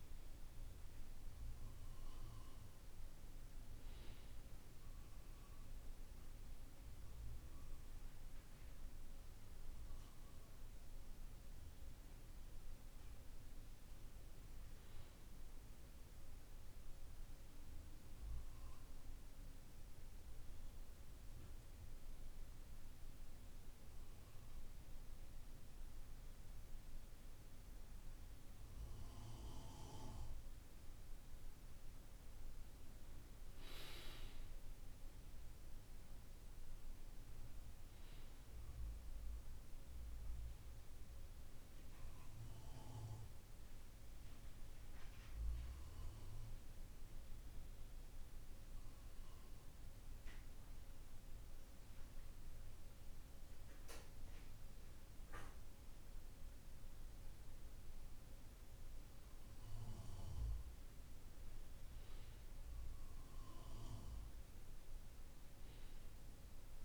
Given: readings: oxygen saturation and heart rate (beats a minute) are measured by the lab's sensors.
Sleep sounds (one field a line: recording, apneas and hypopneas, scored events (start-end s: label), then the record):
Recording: breathing in sleep, hard to hear, by a room microphone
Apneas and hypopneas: 1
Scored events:
40.50-58.00 s: obstructive apnea (oxygen 95% before, 94% lowest, heart rate 52 before, 51 extreme, up 1 after)
61.00-64.50 s: arousal
From the record:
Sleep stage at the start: N2 (light sleep)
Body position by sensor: on the back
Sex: male